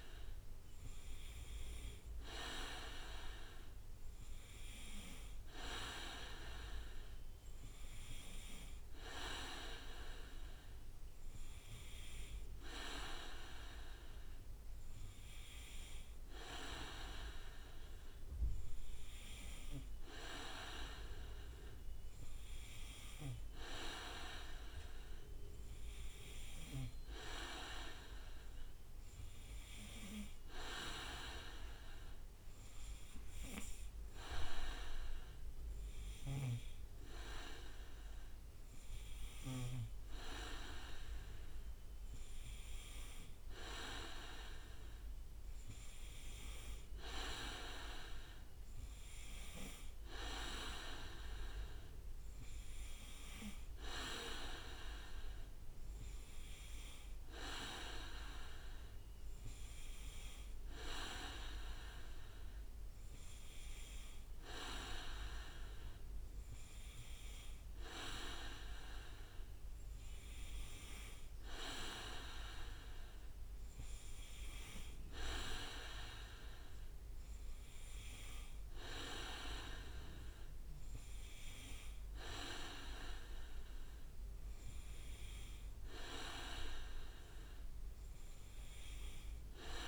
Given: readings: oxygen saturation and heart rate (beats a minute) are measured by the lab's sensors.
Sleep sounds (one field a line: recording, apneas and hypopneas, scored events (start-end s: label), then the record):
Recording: breathing in sleep by a room microphone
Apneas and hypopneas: none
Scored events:
3.00-5.00 s: leg movement (device-marked)
6.00-10.00 s: leg movement (device-marked)
31.50-33.00 s: leg movement (device-marked)
43.50-46.00 s: leg movement (device-marked)
47.00-49.50 s: leg movement (device-marked)
51.50-54.00 s: leg movement (device-marked)
57.50-60.00 s: leg movement (device-marked)
64.50-67.00 s: leg movement (device-marked)
72.00-74.00 s: leg movement (device-marked)
80.50-81.00 s: leg movement (device-marked)
From the record:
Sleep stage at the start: N2 (light sleep)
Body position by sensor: on the back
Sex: male